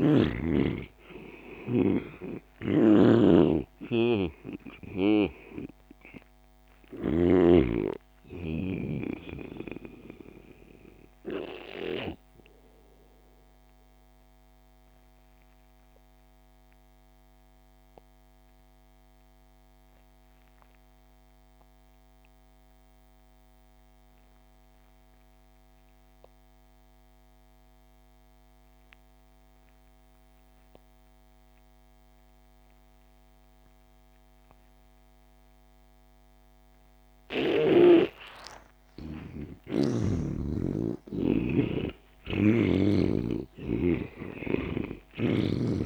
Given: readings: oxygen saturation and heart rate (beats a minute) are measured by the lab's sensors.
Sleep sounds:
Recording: breathing in sleep by a microphone on the trachea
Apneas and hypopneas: 1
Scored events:
0.00-18.00 s: oxygen desaturation (device-marked, oxygen 84% lowest)
2.50-7.00 s: snoring (device-marked)
12.00-36.50 s: mixed apnea (oxygen 98% before, 82% lowest)
32.00-45.86 s: oxygen desaturation (device-marked, oxygen 98% before, 82% lowest)
38.50-43.00 s: arousal
From the record:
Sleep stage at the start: N2 (light sleep)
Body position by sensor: on the back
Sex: male

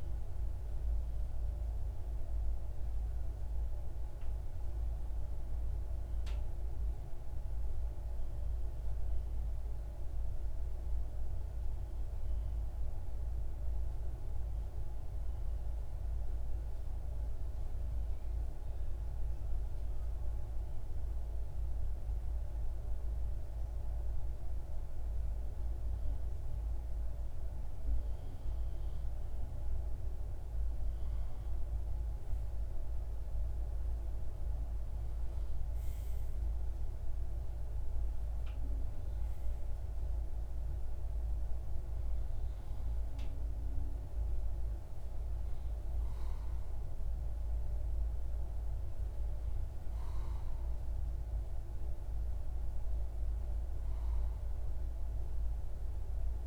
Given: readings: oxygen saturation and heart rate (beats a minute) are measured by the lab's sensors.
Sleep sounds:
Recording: breathing in sleep, hard to hear, by a room microphone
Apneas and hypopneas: 1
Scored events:
6.00-28.50 s: hypopnea (oxygen 97% before, 94% lowest)
32.00-37.00 s: arousal
From the record:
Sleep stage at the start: REM sleep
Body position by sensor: on the left side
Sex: male

